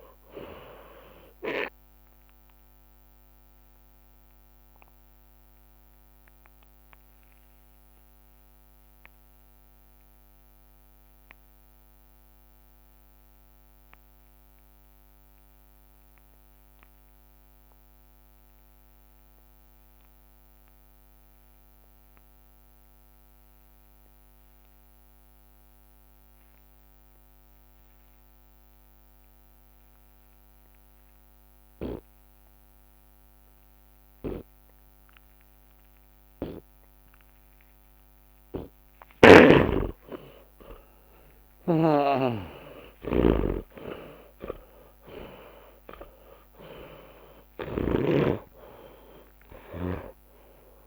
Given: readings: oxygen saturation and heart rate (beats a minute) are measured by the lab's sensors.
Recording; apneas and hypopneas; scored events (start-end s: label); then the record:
breathing in sleep by a microphone on the trachea; 1
2.50-4.50 s: long interval between heartbeats (device-marked, heart rate 36 before, 46 extreme)
5.00-7.00 s: long interval between heartbeats (device-marked, heart rate 37 before, 32 extreme)
10.00-20.00 s: drop in pulse transit time (device-marked)
11.50-33.50 s: obstructive apnea (oxygen 98% before, 81% lowest)
16.00-18.00 s: long interval between heartbeats (device-marked)
19.00-29.00 s: oxygen desaturation (device-marked, oxygen 96% before, 81% lowest)
35.50-37.50 s: long interval between heartbeats (device-marked)
39.50-41.50 s: long interval between heartbeats (device-marked)
40.00-46.50 s: arousal
41.50-48.00 s: snoring (device-marked)
From the record:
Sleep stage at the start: N2 (light sleep); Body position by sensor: on the back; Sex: male